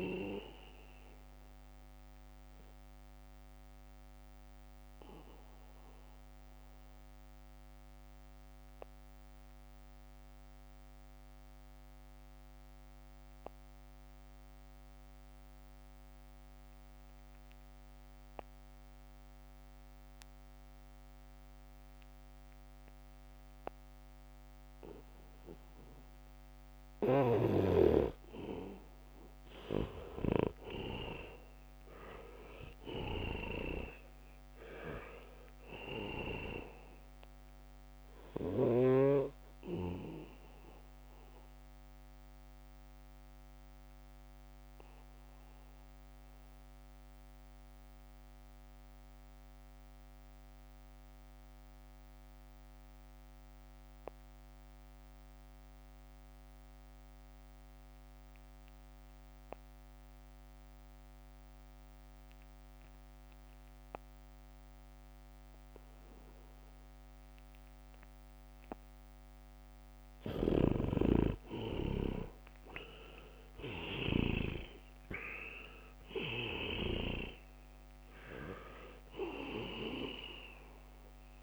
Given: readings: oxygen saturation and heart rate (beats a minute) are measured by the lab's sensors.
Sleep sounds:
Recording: breathing in sleep by a microphone on the trachea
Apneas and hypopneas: 2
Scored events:
0.00-15.50 s: oxygen desaturation (device-marked, oxygen 79% lowest, heart rate 64 extreme)
1.50-28.50 s: obstructive apnea (oxygen 98% before, 77% lowest, heart rate 70 before, 64 extreme, up 4 after)
22.00-23.50 s: leg movement (device-marked)
25.50-54.50 s: oxygen desaturation (device-marked, oxygen 99% before, 78% lowest, heart rate 75 before, 60 extreme)
26.50-28.50 s: leg movement (device-marked)
31.00-35.00 s: arousal
41.00-69.00 s: obstructive apnea (oxygen 99% before, 76% lowest, heart rate 69 before, 60 extreme, up 6 after)
47.00-49.00 s: leg movement (device-marked)
63.00-64.00 s: leg movement (device-marked)
67.50-81.43 s: oxygen desaturation (device-marked, oxygen 98% before, 76% lowest, heart rate 70 before, 62 extreme)
70.00-74.00 s: leg movement (device-marked)
70.50-77.50 s: snoring (device-marked)
72.50-77.00 s: arousal
From the record:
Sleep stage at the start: N2 (light sleep)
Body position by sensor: on the back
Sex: male

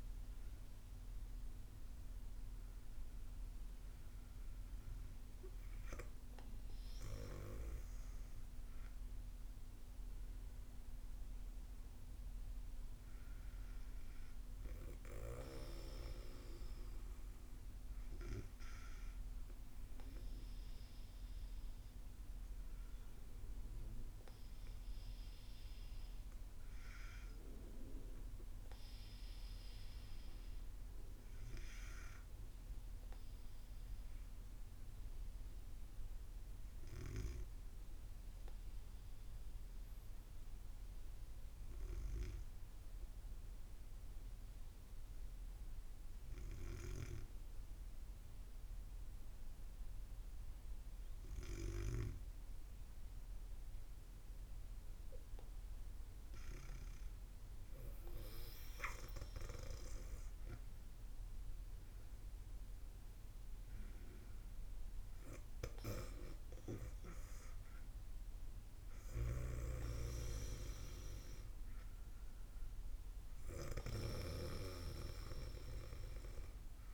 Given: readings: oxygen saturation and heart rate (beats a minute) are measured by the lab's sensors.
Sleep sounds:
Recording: breathing in sleep by a room microphone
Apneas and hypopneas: 1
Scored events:
32.50-55.00 s: obstructive apnea (oxygen 97% before, 94% lowest, heart rate 69 before, 58 extreme, up 6 after)
57.00-61.00 s: arousal
68.50-74.00 s: snoring (device-marked)
From the record:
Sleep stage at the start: N2 (light sleep)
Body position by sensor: on the back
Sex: female

